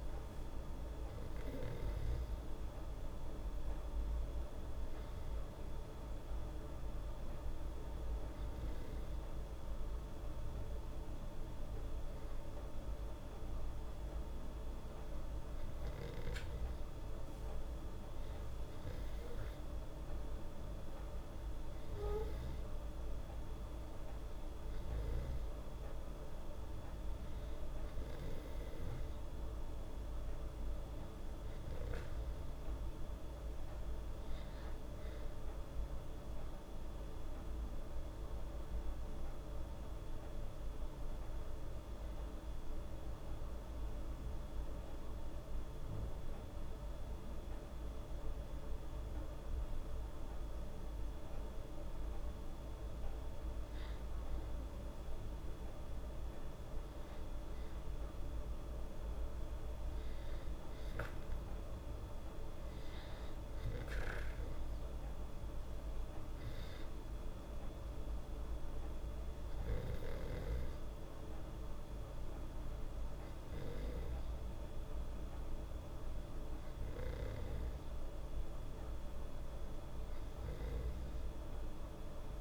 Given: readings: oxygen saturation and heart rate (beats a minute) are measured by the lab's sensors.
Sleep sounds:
breathing in sleep, hard to hear, by a room microphone; none
none scored
From the record:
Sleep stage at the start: N2 (light sleep); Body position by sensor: on the back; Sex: female

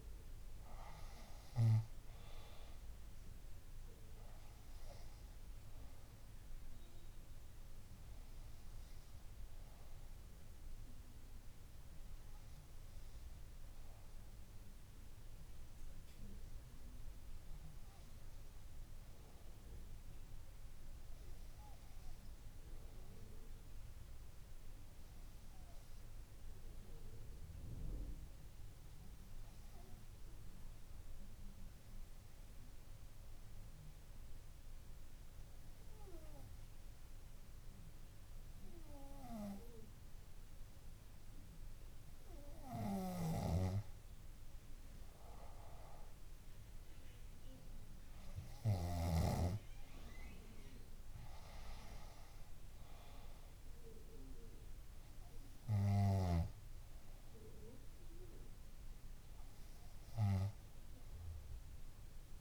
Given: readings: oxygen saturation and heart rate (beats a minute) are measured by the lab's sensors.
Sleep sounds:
breathing in sleep by a room microphone; 1
2.00-16.00 s: bradycardia (device-marked, heart rate 64 before, 58 extreme)
24.00-31.00 s: bradycardia (device-marked, heart rate 64 before, 58 extreme)
32.00-44.50 s: obstructive apnea (oxygen 98% before, 95% lowest, heart rate 59 before, 58 extreme, up 8 after)
43.00-49.50 s: snoring (device-marked)
46.50-50.00 s: arousal
51.00-61.00 s: bradycardia (device-marked, heart rate 64 before, 58 extreme)
51.00-62.41 s: oxygen desaturation (device-marked, oxygen 98% before, 95% lowest, heart rate 63 before, 58 extreme)
From the record:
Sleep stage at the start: N2 (light sleep); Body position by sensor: on the back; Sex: female

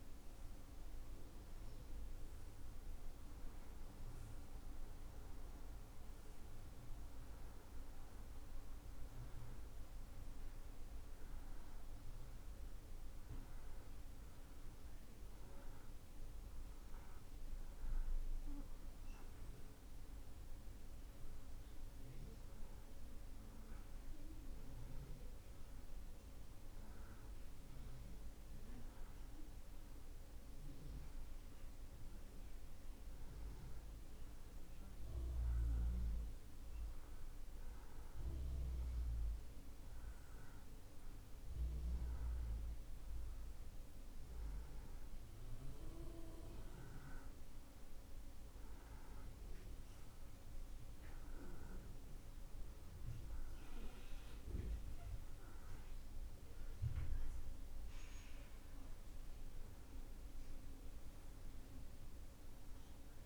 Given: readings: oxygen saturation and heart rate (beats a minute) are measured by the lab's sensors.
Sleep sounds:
breathing in sleep, hard to hear, by a room microphone; none
none scored
From the record:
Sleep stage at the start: N2 (light sleep); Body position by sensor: on the right side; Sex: male

